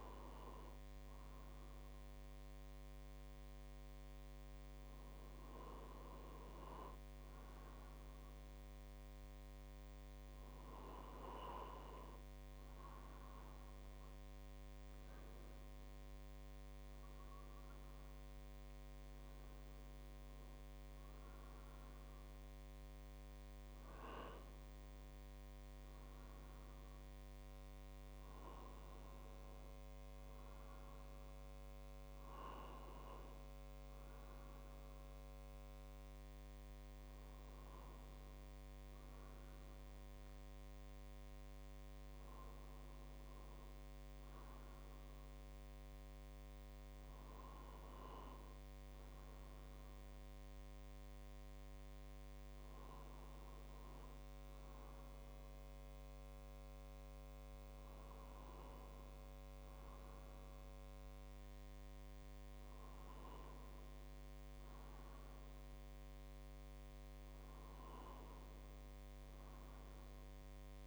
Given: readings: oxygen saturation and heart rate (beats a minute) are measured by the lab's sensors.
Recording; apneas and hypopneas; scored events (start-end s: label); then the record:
breathing in sleep, hard to hear, by a microphone on the trachea; none
16.50-29.50 s: drop in pulse transit time (device-marked, heart rate 51 before, 52 extreme)
From the record:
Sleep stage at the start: N2 (light sleep); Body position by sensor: on the right side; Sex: male